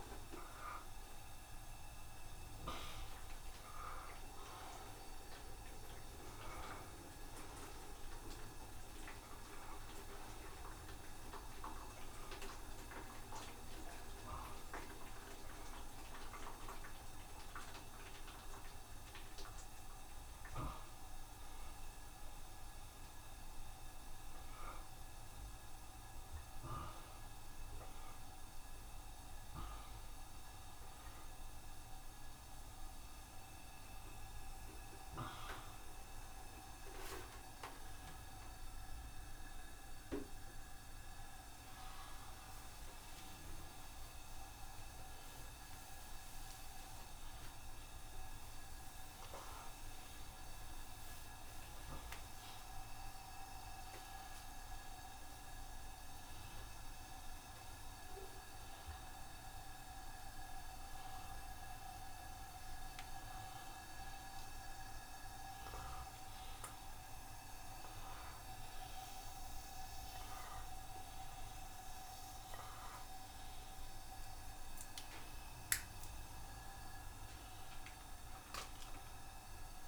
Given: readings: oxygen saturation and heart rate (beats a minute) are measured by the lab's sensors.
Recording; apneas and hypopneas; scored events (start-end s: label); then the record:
a person awake in a sleep study, by a room microphone; none
36.00-54.00 s: tachycardia (device-marked, heart rate 80 before, 153 extreme)
37.50-39.50 s: long interval between heartbeats (device-marked, heart rate 76 before, 83 extreme)
39.50-41.50 s: long interval between heartbeats (device-marked, heart rate 77 before, 104 extreme)
43.00-45.00 s: long interval between heartbeats (device-marked, heart rate 84 before, 113 extreme)
47.00-49.00 s: long interval between heartbeats (device-marked, heart rate 95 before, 138 extreme)
50.50-52.50 s: long interval between heartbeats (device-marked, heart rate 105 before, 149 extreme)
54.50-56.50 s: long interval between heartbeats (device-marked, heart rate 117 before, 115 extreme)
60.00-62.00 s: long interval between heartbeats (device-marked, heart rate 122 before, 85 extreme)
61.00-67.00 s: tachycardia (device-marked, heart rate 83 before, 115 extreme)
64.50-66.50 s: long interval between heartbeats (device-marked, heart rate 116 before, 109 extreme)
72.00-74.00 s: long interval between heartbeats (device-marked, heart rate 103 before, 85 extreme)
74.50-76.50 s: long interval between heartbeats (device-marked, heart rate 99 before, 95 extreme)
From the record:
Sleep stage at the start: awake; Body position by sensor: upright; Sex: male